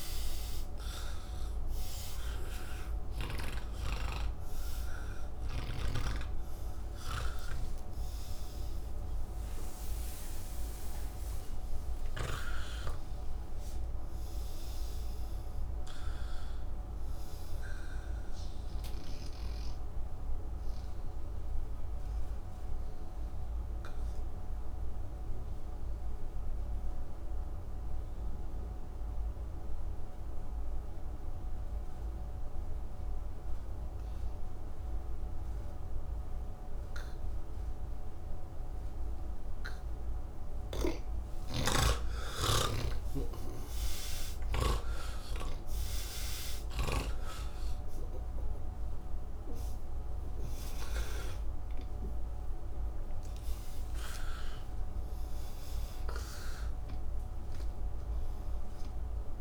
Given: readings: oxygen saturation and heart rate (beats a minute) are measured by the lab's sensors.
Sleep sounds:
breathing in sleep by a room microphone; 1
0.00-19.50 s: oxygen desaturation (device-marked, oxygen 85% lowest, heart rate 135 extreme)
16.50-38.50 s: obstructive apnea (oxygen 97% before, 87% lowest, heart rate 180 before, 135 extreme)
38.50-56.50 s: oxygen desaturation (device-marked, oxygen 98% before, 91% lowest, heart rate 164 before, 170 extreme)
40.50-52.00 s: snoring (device-marked)
From the record:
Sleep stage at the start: N2 (light sleep); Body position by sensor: on the back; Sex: male

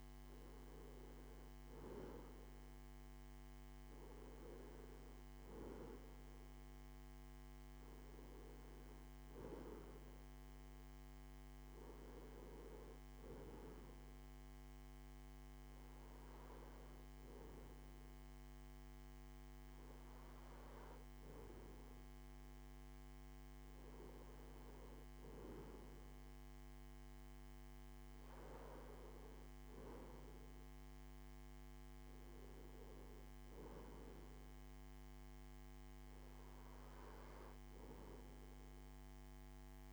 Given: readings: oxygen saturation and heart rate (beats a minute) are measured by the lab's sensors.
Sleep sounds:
breathing in sleep by a microphone on the trachea; none
35.50-39.93 s: new sleep stage, N2 (light sleep)
From the record:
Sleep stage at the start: N1 (lightest sleep); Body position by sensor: on the left side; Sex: male

